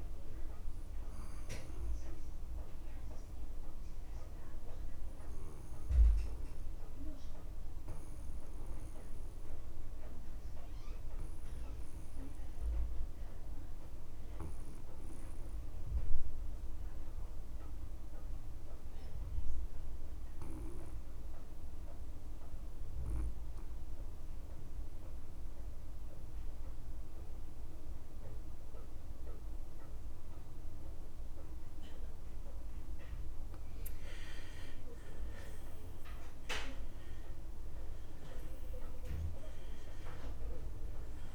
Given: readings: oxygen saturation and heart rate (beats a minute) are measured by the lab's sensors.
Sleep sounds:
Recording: breathing in sleep by a room microphone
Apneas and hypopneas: 1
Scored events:
0.00-13.50 s: oxygen desaturation (device-marked, oxygen 81% lowest)
1.50-33.50 s: obstructive apnea (oxygen 97% before, 81% lowest)
30.50-41.35 s: oxygen desaturation (device-marked, oxygen 99% before, 81% lowest)
35.50-40.00 s: arousal
From the record:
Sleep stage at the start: N2 (light sleep)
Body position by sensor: on the back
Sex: male

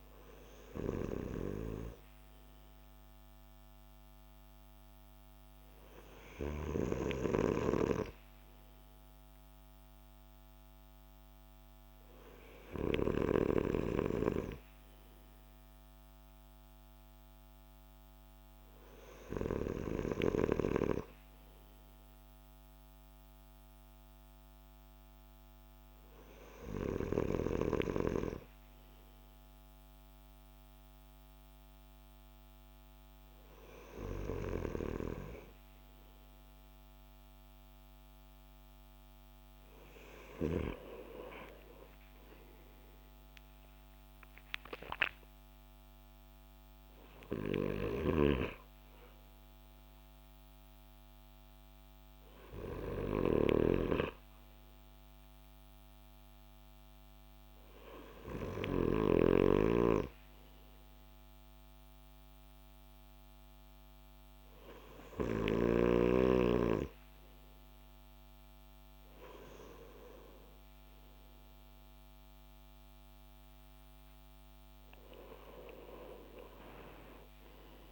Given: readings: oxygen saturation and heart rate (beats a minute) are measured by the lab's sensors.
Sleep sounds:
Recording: breathing in sleep by a microphone on the trachea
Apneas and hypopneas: none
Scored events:
41.00-45.00 s: arousal
From the record:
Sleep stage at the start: N2 (light sleep)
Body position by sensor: on the back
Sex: male

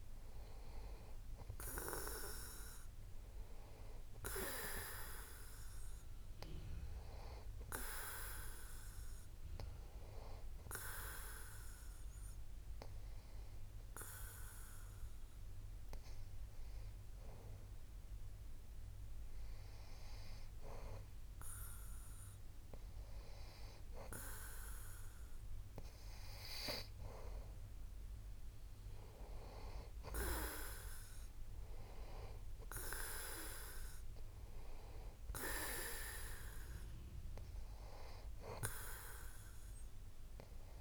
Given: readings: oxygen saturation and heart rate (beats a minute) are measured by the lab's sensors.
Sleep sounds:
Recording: breathing in sleep by a room microphone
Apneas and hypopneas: 1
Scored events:
8.50-24.00 s: hypopnea (oxygen 94% before, 91% lowest)
30.50-34.50 s: arousal
From the record:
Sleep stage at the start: N2 (light sleep)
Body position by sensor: on the back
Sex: male

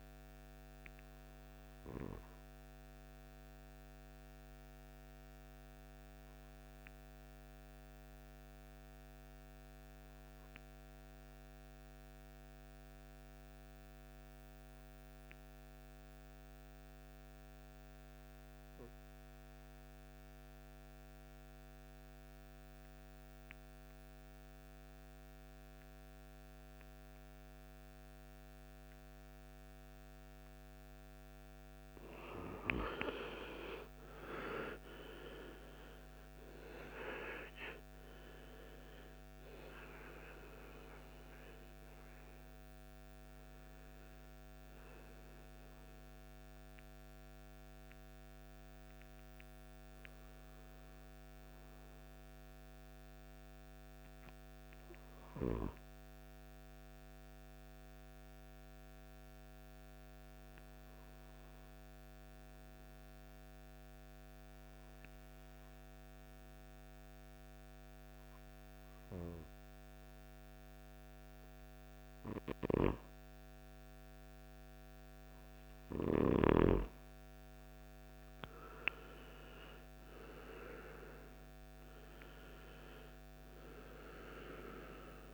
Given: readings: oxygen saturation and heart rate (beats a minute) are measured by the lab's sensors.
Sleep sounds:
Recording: breathing in sleep by a microphone on the trachea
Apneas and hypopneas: 2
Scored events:
0.00-10.50 s: oxygen desaturation (device-marked, oxygen 91% lowest, heart rate 49 extreme)
4.00-29.50 s: obstructive apnea (oxygen 98% before, 87% lowest, heart rate 60 before, 50 extreme, up 19 after)
27.50-59.50 s: oxygen desaturation (device-marked, oxygen 98% before, 87% lowest, heart rate 51 before, 51 extreme)
34.00-39.00 s: arousal
46.00-69.50 s: hypopnea (oxygen 98% before, 87% lowest, heart rate 65 before, 51 extreme, up 8 after)
72.50-75.50 s: arousal
77.50-85.34 s: oxygen desaturation (device-marked, oxygen 98% before, 92% lowest, heart rate 55 before, 53 extreme)
From the record:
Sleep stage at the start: N2 (light sleep)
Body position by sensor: on the right side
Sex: male

